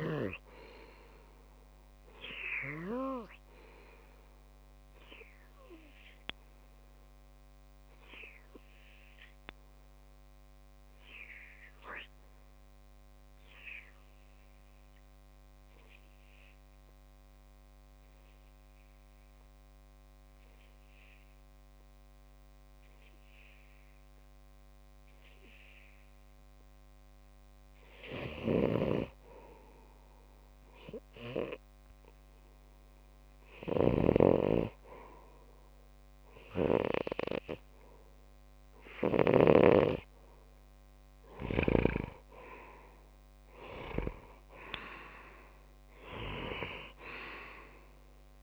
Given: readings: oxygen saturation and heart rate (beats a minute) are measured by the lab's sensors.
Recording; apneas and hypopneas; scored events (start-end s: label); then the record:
breathing in sleep by a microphone on the trachea; 1
1.50-29.50 s: obstructive apnea (oxygen 96% before, 91% lowest)
32.50-36.50 s: arousal
35.50-48.43 s: oxygen desaturation (device-marked, oxygen 97% before, 93% lowest)
From the record:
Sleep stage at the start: REM sleep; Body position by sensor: on the left side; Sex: male